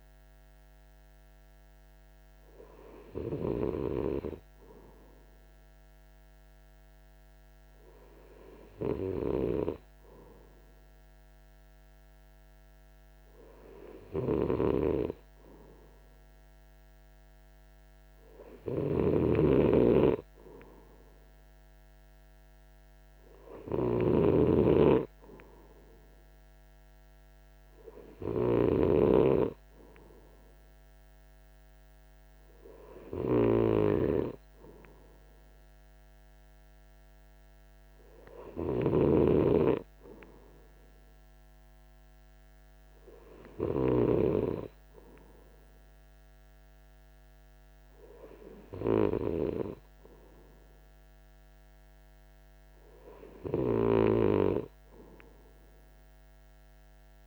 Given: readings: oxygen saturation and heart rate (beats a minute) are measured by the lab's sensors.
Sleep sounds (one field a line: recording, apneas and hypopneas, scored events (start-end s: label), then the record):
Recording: breathing in sleep by a microphone on the trachea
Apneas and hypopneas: none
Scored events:
none scored
From the record:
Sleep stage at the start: N2 (light sleep)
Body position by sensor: on the right side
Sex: male